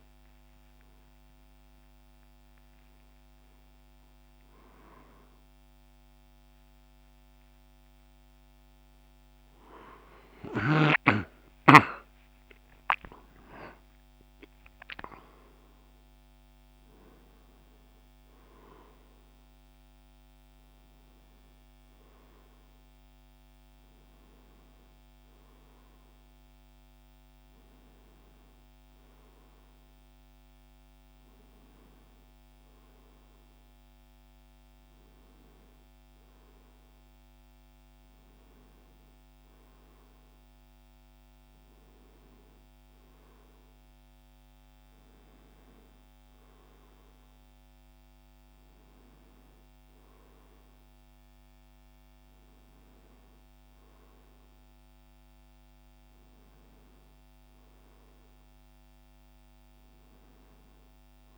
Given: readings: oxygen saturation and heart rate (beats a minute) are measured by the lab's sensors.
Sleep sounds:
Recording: a person awake in a sleep study, by a microphone on the trachea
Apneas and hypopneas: none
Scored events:
none scored
From the record:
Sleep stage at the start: awake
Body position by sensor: on the right side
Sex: male

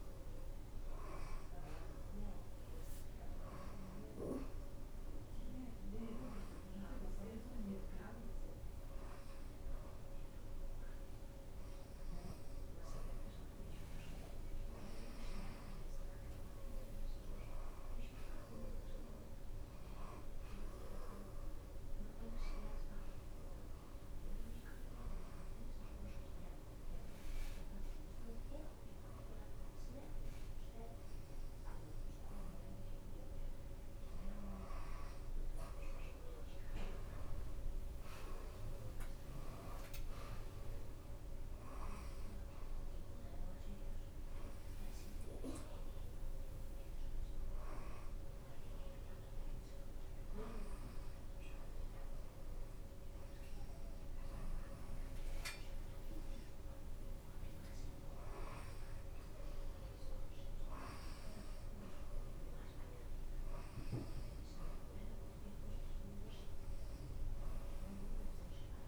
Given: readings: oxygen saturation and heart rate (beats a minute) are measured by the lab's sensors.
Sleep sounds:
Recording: breathing in sleep by a room microphone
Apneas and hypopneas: 1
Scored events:
23.50-35.00 s: hypopnea (oxygen 93% before, 88% lowest, heart rate 94 before, 81 extreme, up 11 after)
24.50-35.50 s: oxygen desaturation (device-marked, oxygen 92% before, 89% lowest, heart rate 95 before, 81 extreme)
35.50-45.50 s: drop in pulse transit time (device-marked, heart rate 93 before, 87 extreme)
38.00-42.50 s: arousal
44.50-46.50 s: long interval between heartbeats (device-marked, heart rate 92 before, 101 extreme)
67.50-68.88 s: oxygen desaturation (device-marked, oxygen 94% before, 89% lowest, heart rate 89 before, 77 extreme)
From the record:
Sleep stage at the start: N2 (light sleep)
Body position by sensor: upright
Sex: female

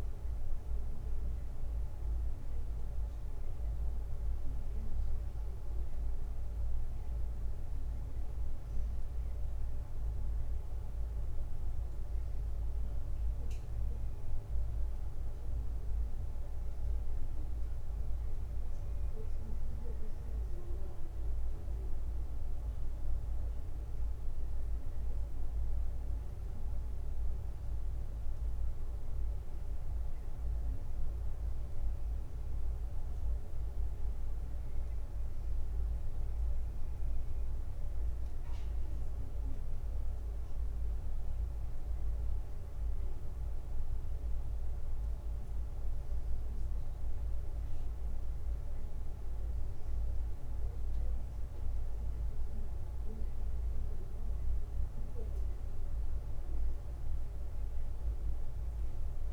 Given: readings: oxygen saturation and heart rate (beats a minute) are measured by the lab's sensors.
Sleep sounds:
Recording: a person awake in a sleep study, hard to hear, by a room microphone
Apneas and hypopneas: none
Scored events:
none scored
From the record:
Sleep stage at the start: awake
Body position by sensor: on the back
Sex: male

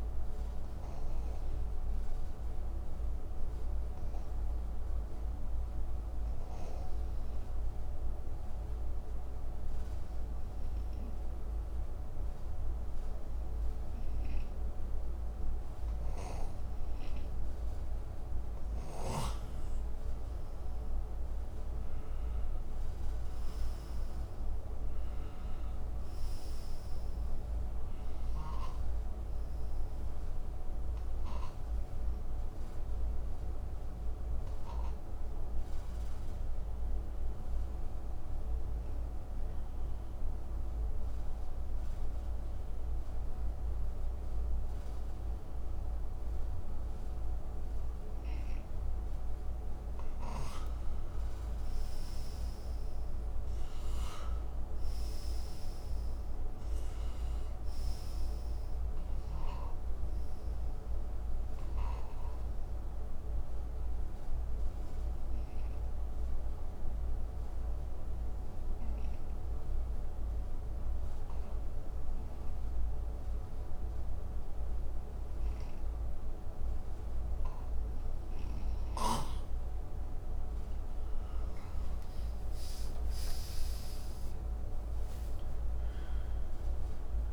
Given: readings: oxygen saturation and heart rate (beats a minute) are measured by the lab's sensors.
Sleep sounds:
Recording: breathing in sleep, hard to hear, by a room microphone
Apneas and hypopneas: 3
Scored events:
0.00-8.00 s: oxygen desaturation (device-marked, oxygen 89% lowest, heart rate 60 extreme)
1.50-19.00 s: obstructive apnea (oxygen 96% before, 89% lowest, heart rate 68 before, 61 extreme, up 9 after)
18.00-32.00 s: oxygen desaturation (device-marked, oxygen 96% before, 89% lowest, heart rate 63 before, 61 extreme)
20.50-25.00 s: arousal
35.50-50.00 s: obstructive apnea (oxygen 96% before, 89% lowest, heart rate 68 before, 59 extreme, up 15 after)
50.00-72.00 s: oxygen desaturation (device-marked, oxygen 96% before, 89% lowest, heart rate 64 before, 59 extreme)
52.00-55.00 s: arousal
65.00-80.00 s: obstructive apnea (oxygen 96% before, 89% lowest, heart rate 68 before, 56 extreme, up 20 after)
82.00-87.00 s: arousal
From the record:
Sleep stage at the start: N2 (light sleep)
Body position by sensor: on the right side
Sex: male

